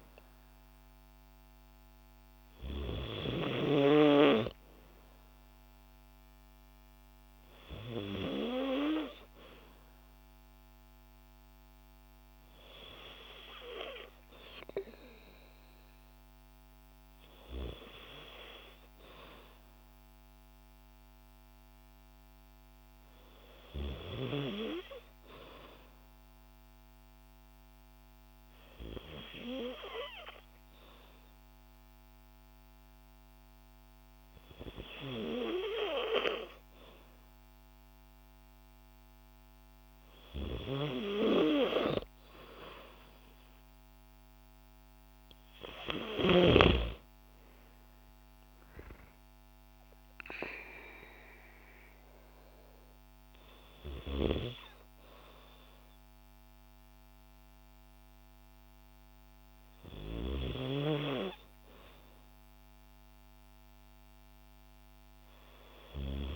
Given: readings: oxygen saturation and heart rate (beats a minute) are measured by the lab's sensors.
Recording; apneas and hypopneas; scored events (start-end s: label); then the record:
breathing in sleep by a microphone on the trachea; 1
26.00-37.00 s: hypopnea (oxygen 95% before, 93% lowest, heart rate 56 before, 55 extreme, up 1 after)
42.00-46.00 s: arousal
From the record:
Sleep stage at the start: N2 (light sleep); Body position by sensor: on the back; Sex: female